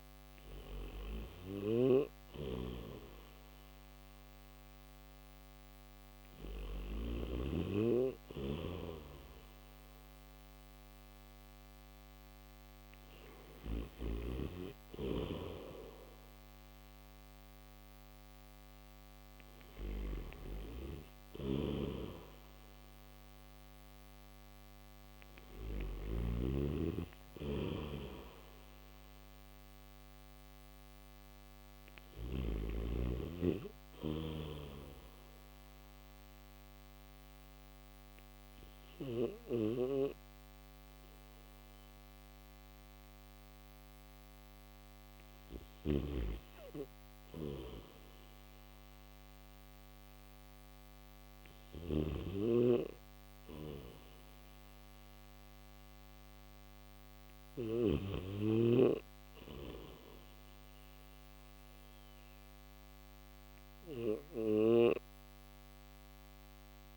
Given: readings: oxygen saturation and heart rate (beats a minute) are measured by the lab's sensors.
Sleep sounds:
breathing in sleep by a microphone on the trachea; none
1.00-6.50 s: snoring (device-marked)
10.50-26.50 s: oxygen desaturation (device-marked, oxygen 97% before, 91% lowest, heart rate 70 before, 71 extreme)
20.00-32.00 s: snoring (device-marked)
45.00-57.50 s: snoring (device-marked)
62.50-66.97 s: new sleep stage, N3 (deep sleep)
64.00-66.97 s: snoring (device-marked)
From the record:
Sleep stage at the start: N1 (lightest sleep); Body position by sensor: on the back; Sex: male

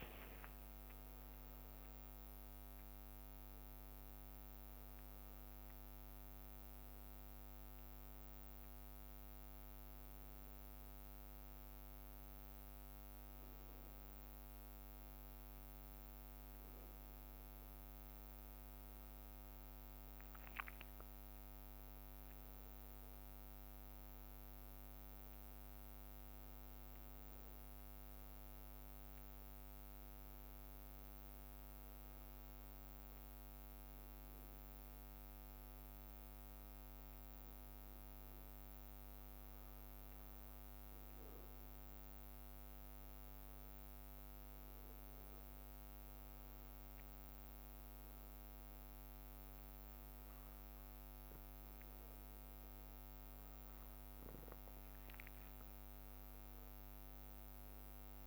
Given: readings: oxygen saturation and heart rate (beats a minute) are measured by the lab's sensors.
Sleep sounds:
a person awake in a sleep study, hard to hear, by a microphone on the trachea; none
0.00-2.00 s: long interval between heartbeats (device-marked, heart rate 62 before, 78 extreme)
2.50-10.00 s: leg movement (device-marked)
11.00-18.00 s: leg movement (device-marked)
16.50-33.50 s: drop in pulse transit time (device-marked, heart rate 68 before, 60 extreme)
19.50-28.00 s: leg movement (device-marked)
28.50-35.00 s: leg movement (device-marked)
36.00-42.00 s: leg movement (device-marked)
42.50-48.50 s: leg movement (device-marked)
50.50-58.00 s: leg movement (device-marked)
From the record:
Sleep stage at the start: awake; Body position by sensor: on the back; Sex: male

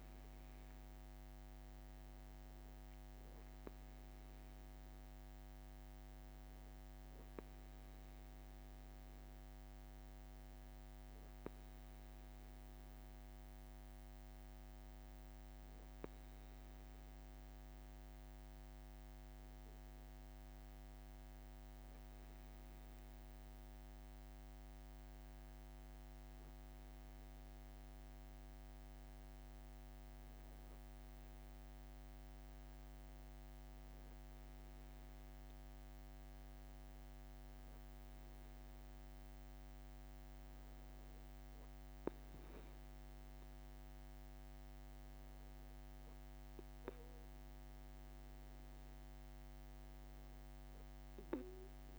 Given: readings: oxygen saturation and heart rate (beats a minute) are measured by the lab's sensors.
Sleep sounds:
breathing in sleep, hard to hear, by a microphone on the trachea; none
24.00-26.00 s: long interval between heartbeats (device-marked)
40.00-51.98 s: new sleep stage, N2 (light sleep)
From the record:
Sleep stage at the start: N1 (lightest sleep); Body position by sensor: on the right side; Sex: male

